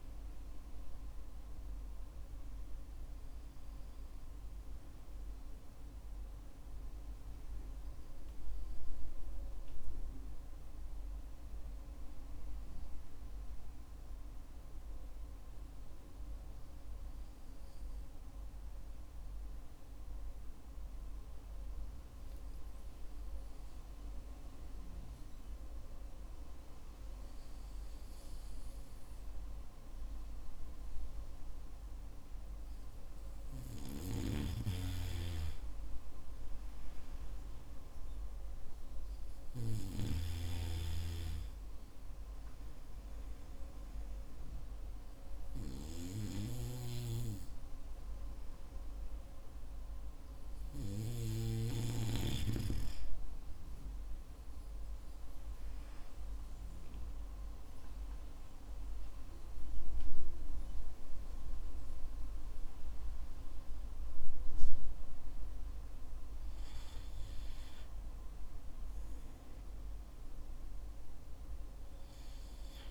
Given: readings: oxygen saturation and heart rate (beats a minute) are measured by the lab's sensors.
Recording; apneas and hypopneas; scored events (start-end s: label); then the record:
breathing in sleep by a room microphone; 1
4.00-34.00 s: hypopnea (oxygen 97% before, 93% lowest, heart rate 57 before, 49 extreme, up 3 after)
36.50-41.50 s: arousal
69.00-72.91 s: arousal
From the record:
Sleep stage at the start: N2 (light sleep); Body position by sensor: on the back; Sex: male